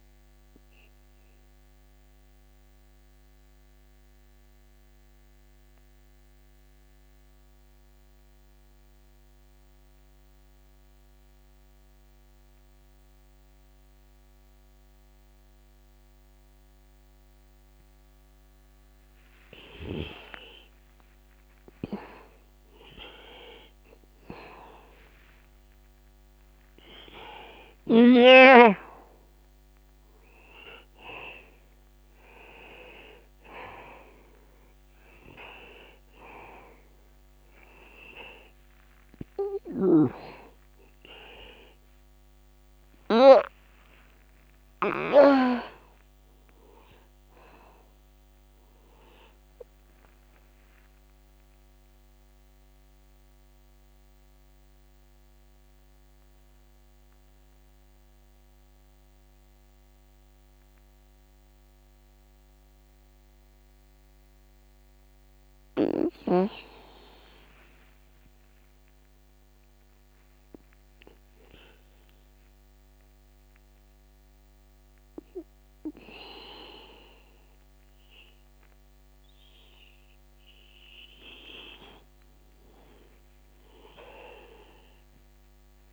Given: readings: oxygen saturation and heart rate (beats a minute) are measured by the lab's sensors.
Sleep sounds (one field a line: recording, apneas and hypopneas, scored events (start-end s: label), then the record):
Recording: breathing in sleep by a microphone on the trachea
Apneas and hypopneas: 2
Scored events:
0.00-1.50 s: oxygen desaturation (device-marked, oxygen 83% lowest, heart rate 36 extreme)
2.00-20.00 s: mixed apnea (oxygen 97% before, 85% lowest, heart rate 51 before, 62 extreme, up 0 after)
21.50-26.00 s: arousal
23.50-68.50 s: oxygen desaturation (device-marked, oxygen 97% before, 85% lowest, heart rate 62 before, 44 extreme)
51.50-78.50 s: mixed apnea (oxygen 97% before, 86% lowest, heart rate 59 before, 61 extreme, up 1 after)
80.00-83.50 s: arousal
From the record:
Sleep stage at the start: N2 (light sleep)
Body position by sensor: on the back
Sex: male